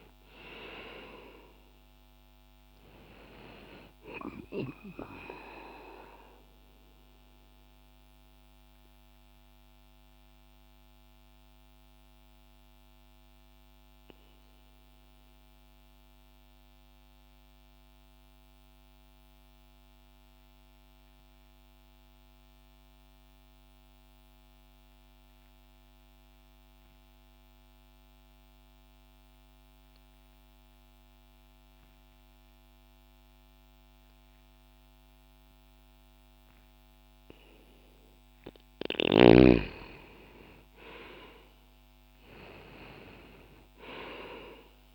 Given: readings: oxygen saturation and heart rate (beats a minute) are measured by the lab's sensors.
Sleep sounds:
breathing in sleep by a microphone on the trachea; 1
0.00-10.00 s: oxygen desaturation (device-marked, oxygen 88% lowest, heart rate 60 extreme)
6.50-38.50 s: mixed apnea (oxygen 98% before, 84% lowest, heart rate 60 before, 60 extreme, up 0 after)
16.00-29.00 s: oxygen desaturation (device-marked, oxygen 90% before, 84% lowest, heart rate 60 before, 60 extreme)
35.00-44.94 s: oxygen desaturation (device-marked, oxygen 98% before, 90% lowest, heart rate 60 before, 60 extreme)
40.00-44.94 s: arousal
From the record:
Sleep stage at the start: N2 (light sleep); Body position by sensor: on the back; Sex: male

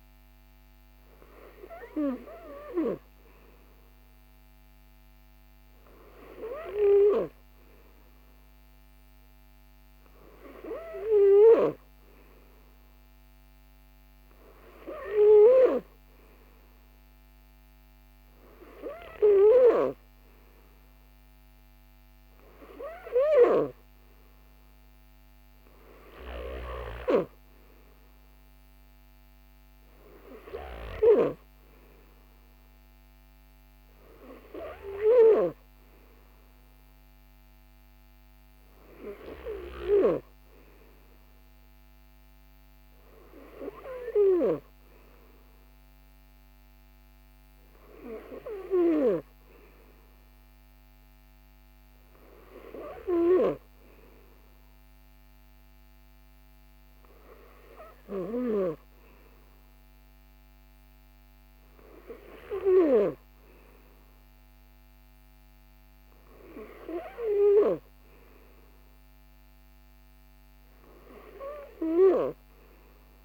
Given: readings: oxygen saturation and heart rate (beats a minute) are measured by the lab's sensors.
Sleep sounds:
breathing in sleep by a microphone on the trachea; none
none scored
From the record:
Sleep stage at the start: N3 (deep sleep); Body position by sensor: on the right side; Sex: male

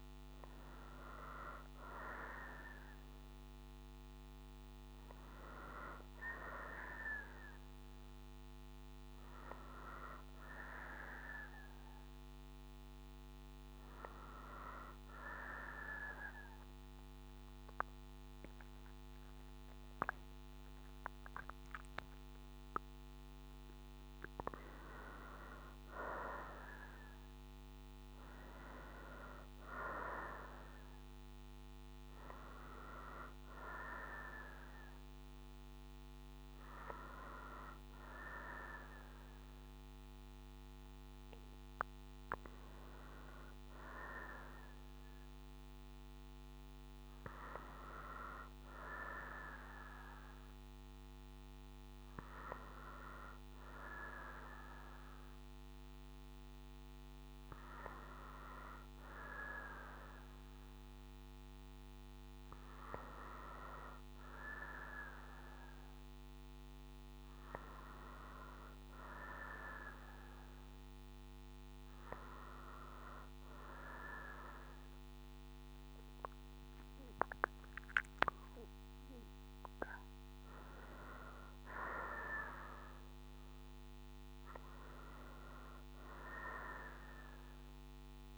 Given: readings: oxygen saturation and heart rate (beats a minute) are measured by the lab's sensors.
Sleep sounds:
breathing in sleep by a microphone on the trachea; 1
5.00-9.50 s: arousal
14.50-24.50 s: obstructive apnea (oxygen 94% before, 89% lowest, heart rate 65 before, 62 extreme, up 4 after)
26.50-30.50 s: arousal
33.50-41.50 s: oxygen desaturation (device-marked, oxygen 93% before, 89% lowest, heart rate 64 before, 62 extreme)
From the record:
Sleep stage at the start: N2 (light sleep); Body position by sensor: on the right side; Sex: female

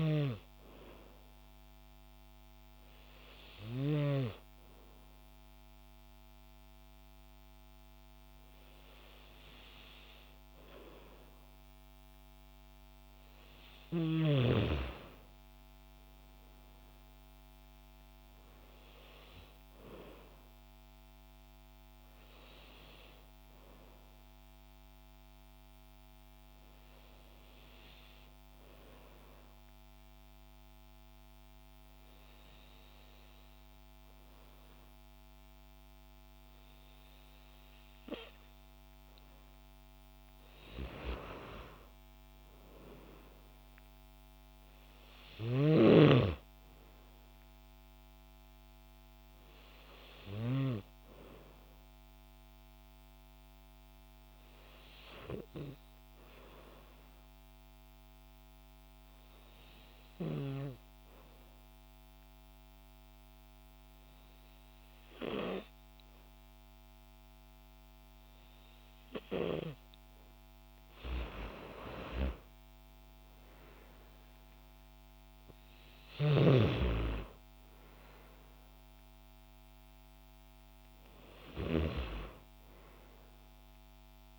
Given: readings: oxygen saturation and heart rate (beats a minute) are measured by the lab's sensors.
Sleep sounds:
breathing in sleep by a microphone on the trachea; 2
17.50-22.50 s: arousal
27.00-39.50 s: hypopnea (oxygen 95% before, 91% lowest, heart rate 77 before, 53 extreme, up 20 after)
42.00-46.50 s: arousal
47.00-68.00 s: oxygen desaturation (device-marked, oxygen 96% before, 92% lowest, heart rate 64 before, 56 extreme)
58.00-69.50 s: obstructive apnea (oxygen 96% before, 91% lowest, heart rate 60 before, 59 extreme, up 7 after)
72.00-76.50 s: arousal
80.00-84.39 s: oxygen desaturation (device-marked, oxygen 95% before, 91% lowest, heart rate 74 before, 65 extreme)
From the record:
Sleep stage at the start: N2 (light sleep); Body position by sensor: on the back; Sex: female

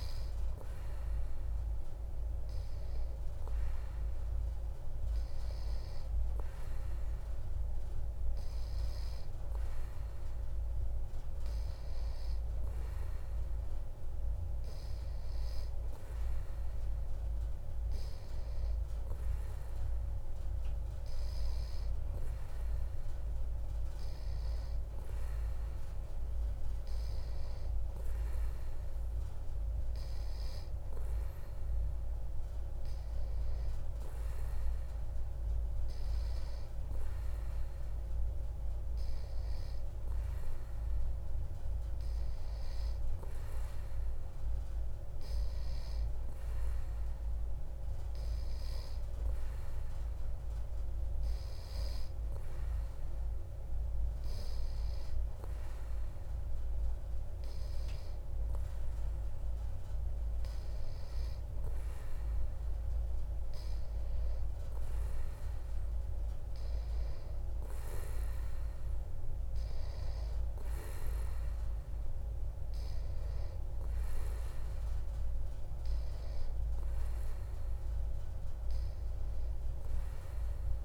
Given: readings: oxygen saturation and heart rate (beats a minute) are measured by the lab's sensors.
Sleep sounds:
breathing in sleep, hard to hear, by a room microphone; none
none scored
From the record:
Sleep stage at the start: N3 (deep sleep); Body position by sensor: on the back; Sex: male

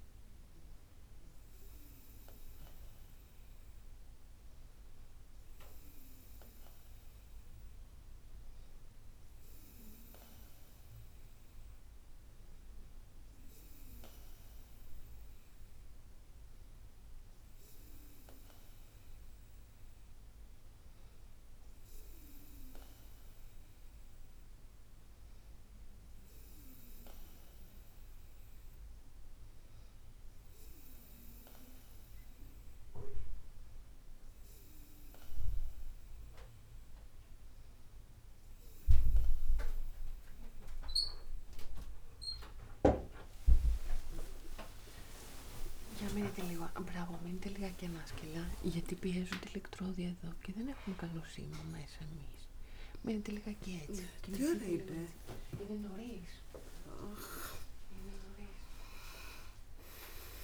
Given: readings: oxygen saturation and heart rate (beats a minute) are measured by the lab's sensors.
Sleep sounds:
breathing in sleep by a room microphone; none
43.00-48.00 s: arousal
57.50-60.44 s: new sleep stage, N1 (lightest sleep)
From the record:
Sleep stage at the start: N2 (light sleep); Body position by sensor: on the back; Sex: female

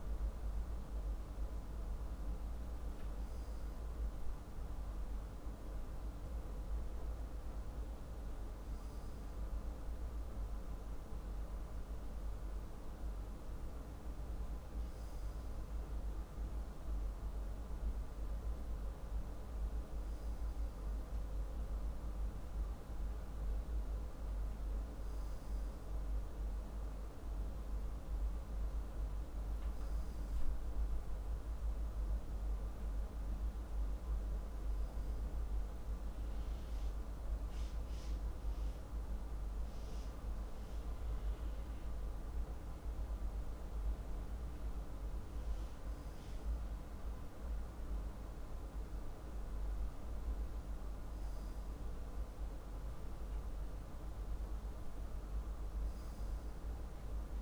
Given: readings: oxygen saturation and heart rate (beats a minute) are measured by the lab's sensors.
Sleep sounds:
breathing in sleep, hard to hear, by a room microphone; none
none scored
From the record:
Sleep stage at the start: N2 (light sleep); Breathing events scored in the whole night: 78 in 6.0 hours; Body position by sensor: on the left side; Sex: male

